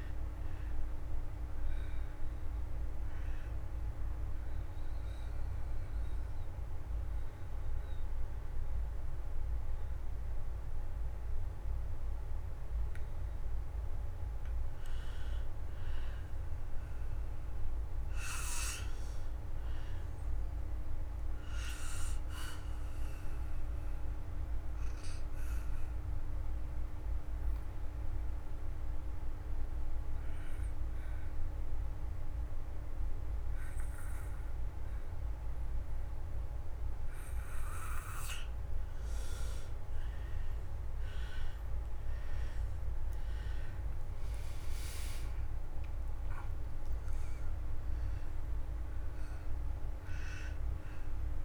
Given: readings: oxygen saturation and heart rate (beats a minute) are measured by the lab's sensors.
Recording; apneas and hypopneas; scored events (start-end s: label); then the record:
breathing in sleep, hard to hear, by a room microphone; 2
0.00-17.50 s: oxygen desaturation (device-marked, oxygen 86% lowest, heart rate 26 extreme)
2.00-13.00 s: obstructive apnea (oxygen 95% before, 82% lowest, heart rate 58 before, 26 extreme)
15.00-18.50 s: arousal
22.50-37.50 s: obstructive apnea (oxygen 98% before, 82% lowest, heart rate 76 before, 36 extreme)
23.50-33.50 s: oxygen desaturation (device-marked, oxygen 98% before, 88% lowest, heart rate 75 before, 36 extreme)
38.50-51.45 s: oxygen desaturation (device-marked, oxygen 96% before, 82% lowest)
40.50-45.50 s: arousal
From the record:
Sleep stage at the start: N2 (light sleep); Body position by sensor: on the back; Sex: male